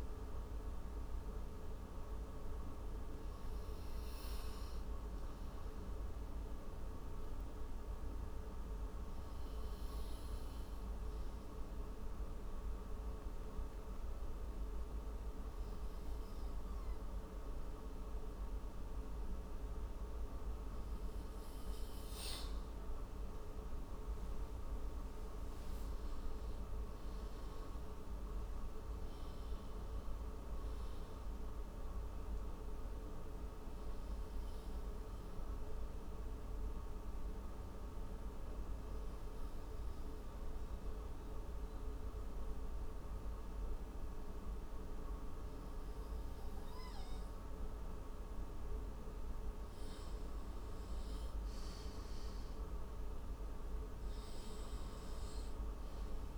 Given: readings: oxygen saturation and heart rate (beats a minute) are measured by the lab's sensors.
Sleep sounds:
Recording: breathing in sleep, hard to hear, by a room microphone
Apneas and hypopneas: 2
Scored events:
6.00-20.00 s: obstructive apnea (oxygen 97% before, 93% lowest)
25.00-29.50 s: arousal
33.50-48.50 s: obstructive apnea (oxygen 96% before, 93% lowest)
50.00-53.00 s: arousal
From the record:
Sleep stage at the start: N2 (light sleep)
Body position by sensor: on the right side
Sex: male

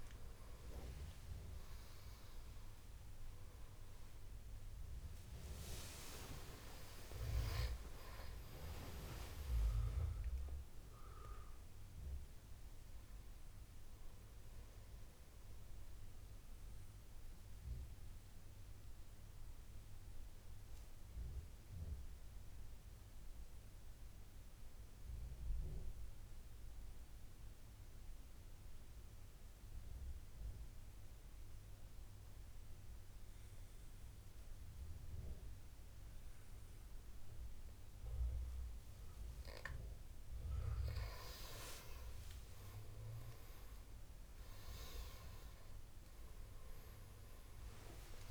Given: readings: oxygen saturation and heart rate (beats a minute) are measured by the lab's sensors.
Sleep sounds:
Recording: breathing in sleep by a room microphone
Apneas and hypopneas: 1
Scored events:
0.00-18.50 s: oxygen desaturation (device-marked, oxygen 88% lowest, heart rate 68 extreme)
20.00-40.50 s: obstructive apnea (oxygen 96% before, 89% lowest, heart rate 83 before, 68 extreme, up 13 after)
43.50-48.31 s: oxygen desaturation (device-marked, oxygen 100% before, 90% lowest, heart rate 72 before, 77 extreme)
45.50-48.31 s: new sleep stage, awake
From the record:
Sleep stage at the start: N2 (light sleep)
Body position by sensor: on the right side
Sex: male

